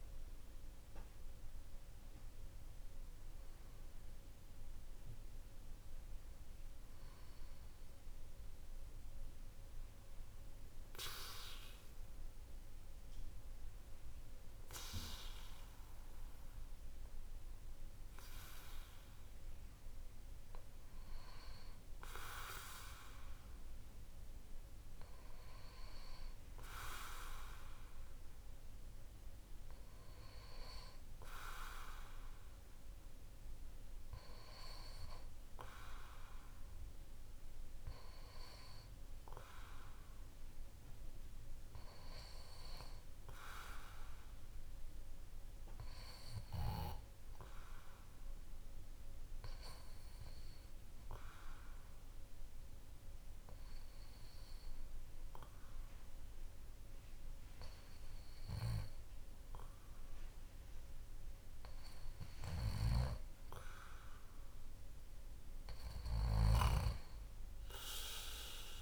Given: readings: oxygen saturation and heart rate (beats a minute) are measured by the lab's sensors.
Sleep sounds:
breathing in sleep by a room microphone; 1
50.50-64.00 s: obstructive apnea (oxygen 96% before, 93% lowest, heart rate 54 before, 52 extreme, up 3 after)
67.00-68.82 s: arousal
From the record:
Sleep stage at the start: N2 (light sleep); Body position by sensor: on the back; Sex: male

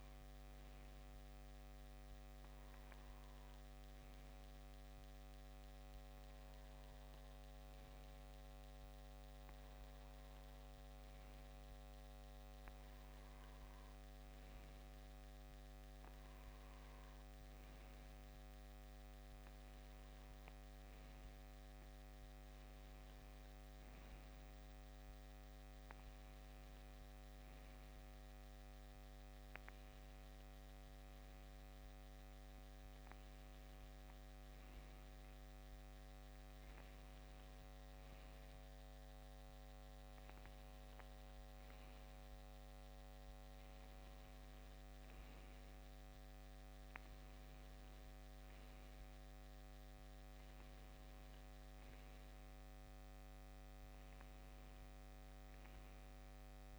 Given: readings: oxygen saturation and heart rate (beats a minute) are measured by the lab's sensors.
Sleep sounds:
breathing in sleep, hard to hear, by a microphone on the trachea; none
none scored
From the record:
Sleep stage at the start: N2 (light sleep); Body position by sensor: on the left side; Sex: male

